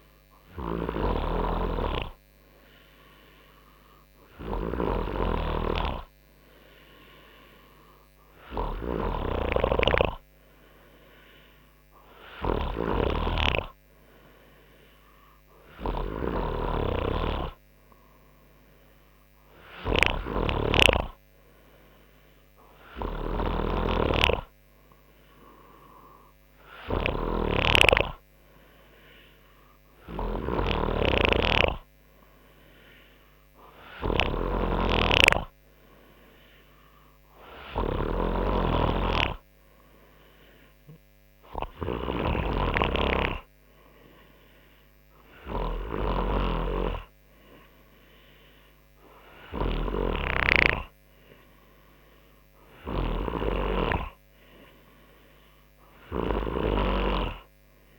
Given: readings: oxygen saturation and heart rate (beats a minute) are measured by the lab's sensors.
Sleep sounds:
breathing in sleep by a microphone on the trachea; none
0.00-57.99 s: snoring (device-marked)
From the record:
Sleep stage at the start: N3 (deep sleep); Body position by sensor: on the front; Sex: male

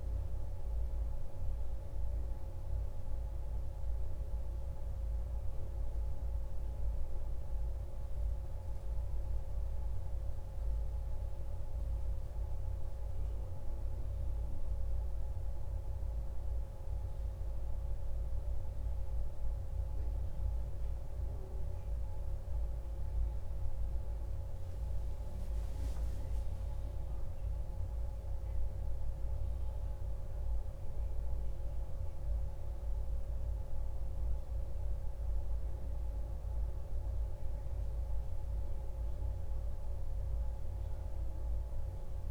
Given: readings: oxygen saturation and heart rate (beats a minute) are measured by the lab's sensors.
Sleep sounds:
breathing in sleep, hard to hear, by a room microphone; none
none scored
From the record:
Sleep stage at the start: N1 (lightest sleep); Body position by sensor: on the back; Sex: male

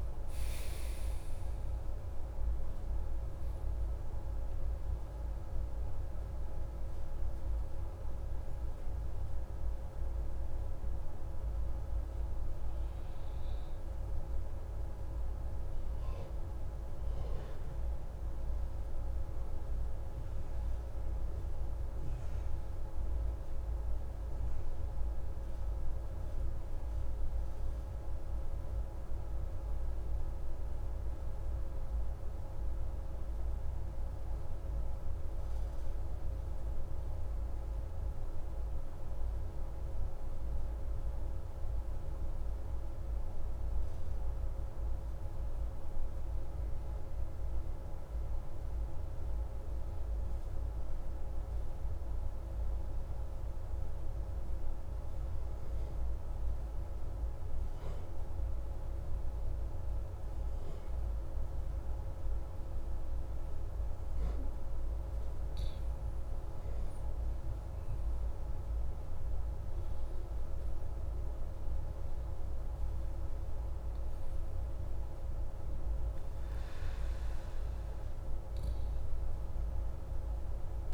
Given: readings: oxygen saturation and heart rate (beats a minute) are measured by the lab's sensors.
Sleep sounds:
breathing in sleep, hard to hear, by a room microphone; 1
0.00-1.00 s: oxygen desaturation (device-marked, oxygen 92% lowest)
15.00-64.00 s: mixed apnea (oxygen 96% before, 93% lowest, heart rate 30 before, 29 extreme, up 10 after)
59.00-80.94 s: oxygen desaturation (device-marked, oxygen 98% before, 93% lowest, heart rate 43 before, 25 extreme)
65.50-70.00 s: arousal
From the record:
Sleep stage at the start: N2 (light sleep); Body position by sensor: on the back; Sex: male

